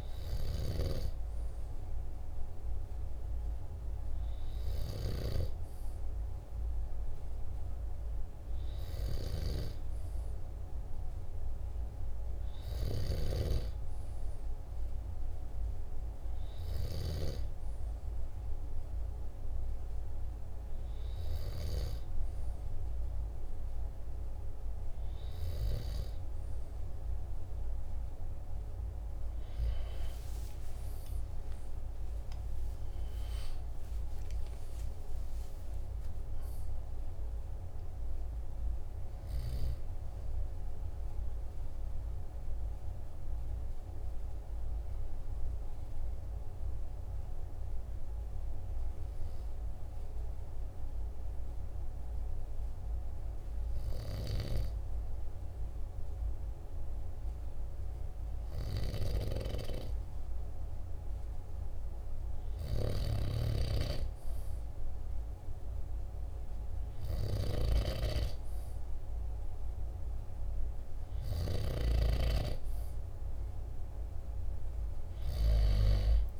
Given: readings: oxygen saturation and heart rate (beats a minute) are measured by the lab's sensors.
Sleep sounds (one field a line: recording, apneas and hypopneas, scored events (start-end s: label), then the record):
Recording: breathing in sleep by a room microphone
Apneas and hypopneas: 1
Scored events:
30.50-35.00 s: arousal
41.50-59.50 s: hypopnea (oxygen 96% before, 95% lowest, heart rate 50 before, 45 extreme, up 3 after)
62.00-65.50 s: arousal
From the record:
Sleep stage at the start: N2 (light sleep)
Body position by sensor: on the back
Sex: male